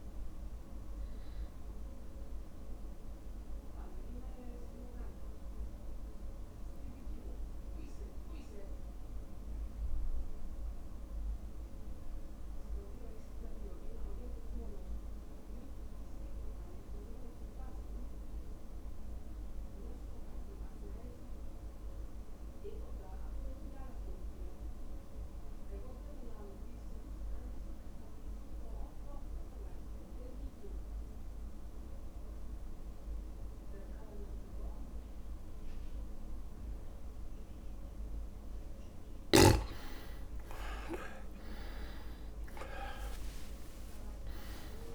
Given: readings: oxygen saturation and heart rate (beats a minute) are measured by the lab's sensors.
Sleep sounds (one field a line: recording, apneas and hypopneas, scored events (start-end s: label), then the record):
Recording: breathing in sleep by a room microphone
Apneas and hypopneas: 1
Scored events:
0.00-12.00 s: drop in pulse transit time (device-marked, heart rate 52 extreme)
0.00-16.00 s: oxygen desaturation (device-marked, oxygen 84% lowest, heart rate 52 extreme)
3.50-39.00 s: mixed apnea (oxygen 99% before, 82% lowest, heart rate 55 before, 52 extreme, up 4 after)
36.00-44.95 s: oxygen desaturation (device-marked, oxygen 99% before, 82% lowest, heart rate 53 before, 52 extreme)
41.00-44.50 s: arousal
From the record:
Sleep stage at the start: REM sleep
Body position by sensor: on the back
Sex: male